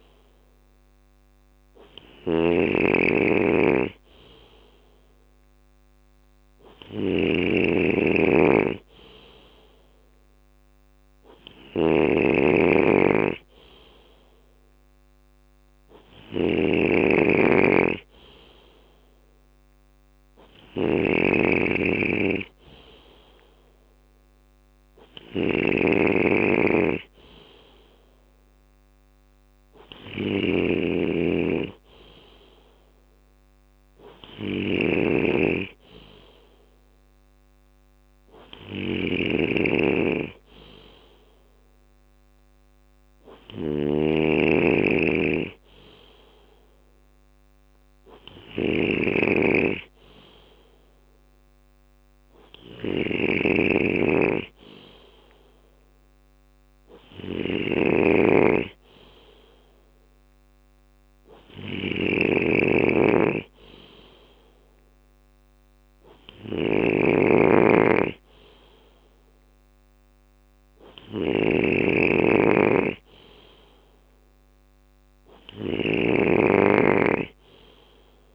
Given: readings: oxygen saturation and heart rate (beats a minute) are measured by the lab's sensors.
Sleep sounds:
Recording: breathing in sleep by a microphone on the trachea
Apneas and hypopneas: none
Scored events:
0.00-78.34 s: snoring (device-marked)
From the record:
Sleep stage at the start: N2 (light sleep)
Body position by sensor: on the left side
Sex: male

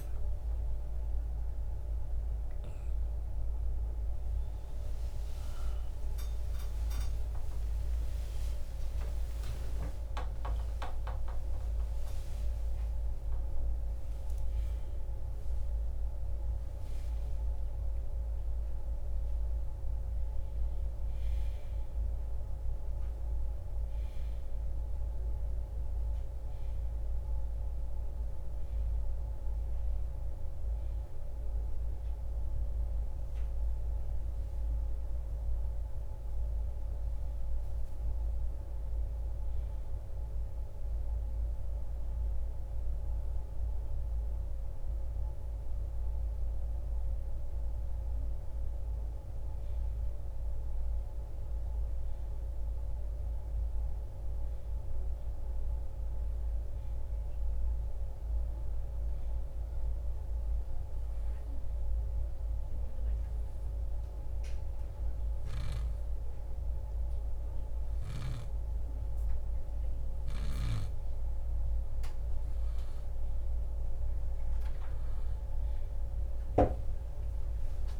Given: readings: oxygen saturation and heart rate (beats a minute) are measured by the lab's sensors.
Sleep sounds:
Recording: a person partly awake in a sleep study, hard to hear, by a room microphone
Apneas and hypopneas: 1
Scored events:
0.00-14.00 s: oxygen desaturation (device-marked, oxygen 82% lowest, heart rate 63 extreme)
35.00-65.00 s: new sleep stage, N1 (lightest sleep)
43.00-66.00 s: oxygen desaturation (device-marked, oxygen 97% before, 91% lowest, heart rate 76 before, 63 extreme)
61.00-73.00 s: hypopnea (oxygen 97% before, 86% lowest, heart rate 76 before, 64 extreme, up 11 after)
65.00-78.00 s: new sleep stage, REM sleep
76.00-78.00 s: arousal
From the record:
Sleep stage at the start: awake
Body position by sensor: on the right side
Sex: male

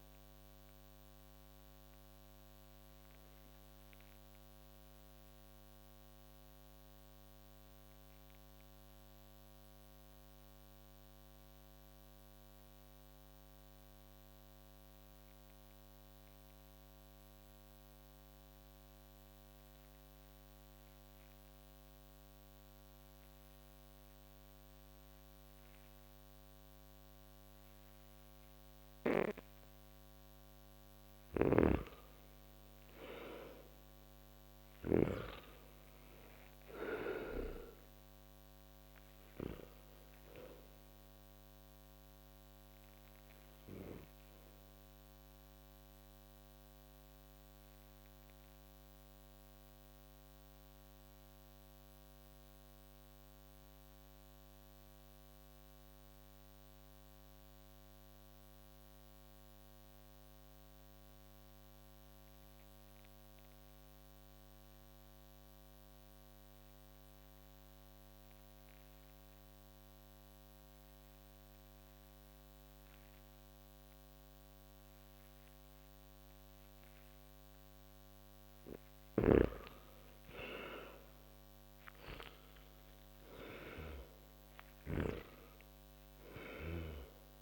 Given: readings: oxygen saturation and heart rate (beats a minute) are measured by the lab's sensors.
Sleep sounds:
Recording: breathing in sleep by a microphone on the trachea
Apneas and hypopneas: 2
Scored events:
0.00-19.50 s: oxygen desaturation (device-marked, oxygen 82% lowest)
1.00-29.00 s: obstructive apnea (oxygen 98% before, 79% lowest)
30.50-34.50 s: snoring (device-marked)
30.50-35.00 s: arousal
32.50-63.50 s: oxygen desaturation (device-marked, oxygen 97% before, 79% lowest)
42.50-78.00 s: mixed apnea (oxygen 98% before, 79% lowest)
77.50-87.42 s: oxygen desaturation (device-marked, oxygen 98% before, 79% lowest)
79.50-83.50 s: arousal
From the record:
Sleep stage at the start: N2 (light sleep)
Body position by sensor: on the back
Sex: male

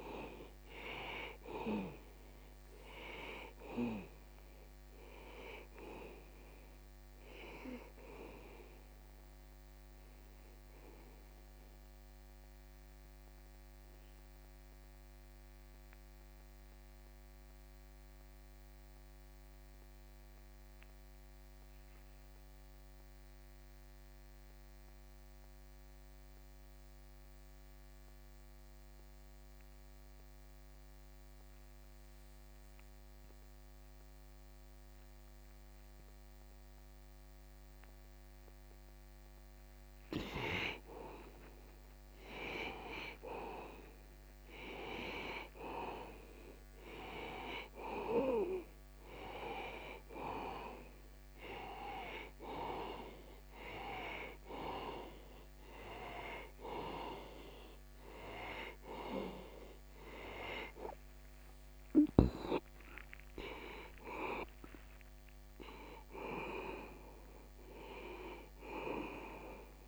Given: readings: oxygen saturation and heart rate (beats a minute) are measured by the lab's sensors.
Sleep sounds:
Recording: breathing in sleep by a microphone on the trachea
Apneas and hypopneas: 1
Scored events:
0.00-26.50 s: oxygen desaturation (device-marked, oxygen 85% lowest)
12.00-40.50 s: mixed apnea (oxygen 97% before, 82% lowest)
43.00-46.50 s: arousal
46.50-69.88 s: oxygen desaturation (device-marked, oxygen 97% before, 82% lowest, heart rate 45 before, 35 extreme)
66.00-69.88 s: arousal
From the record:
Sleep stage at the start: N2 (light sleep)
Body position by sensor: on the back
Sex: male

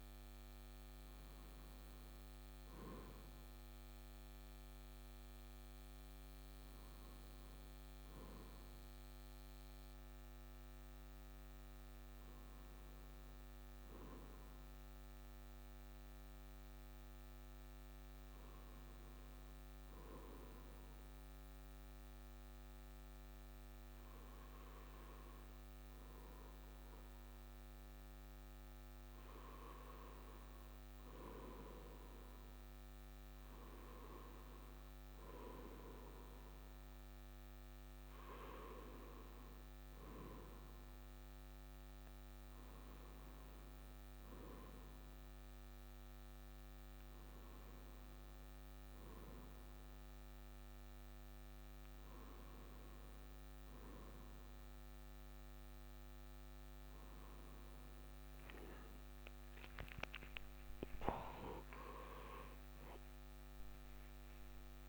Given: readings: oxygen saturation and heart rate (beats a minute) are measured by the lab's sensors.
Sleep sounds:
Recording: breathing in sleep by a microphone on the trachea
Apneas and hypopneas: none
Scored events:
0.50-60.50 s: new sleep stage, N2 (light sleep)
57.50-64.89 s: tachycardia (device-marked, heart rate 58 before, 138 extreme)
60.50-64.89 s: new sleep stage, N1 (lightest sleep)
62.00-64.89 s: arousal
From the record:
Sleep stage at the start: N1 (lightest sleep)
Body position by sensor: on the right side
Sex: male

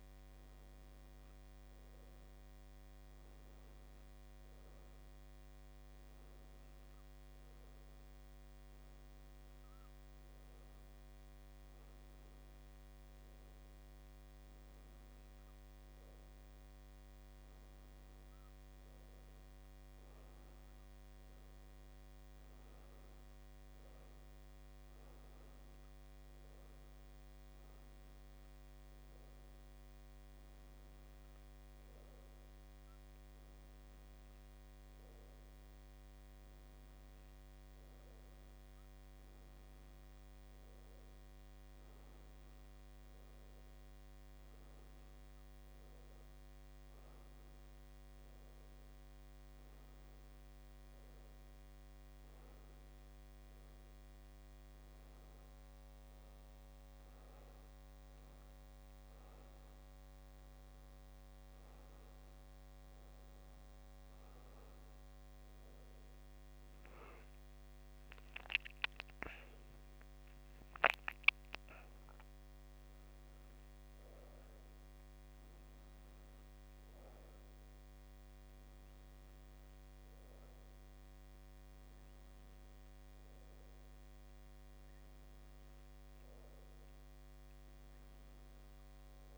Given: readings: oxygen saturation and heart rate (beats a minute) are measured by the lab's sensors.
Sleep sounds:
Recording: breathing in sleep, hard to hear, by a microphone on the trachea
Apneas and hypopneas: none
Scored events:
66.50-70.00 s: arousal
From the record:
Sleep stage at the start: N2 (light sleep)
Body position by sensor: on the back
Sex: female

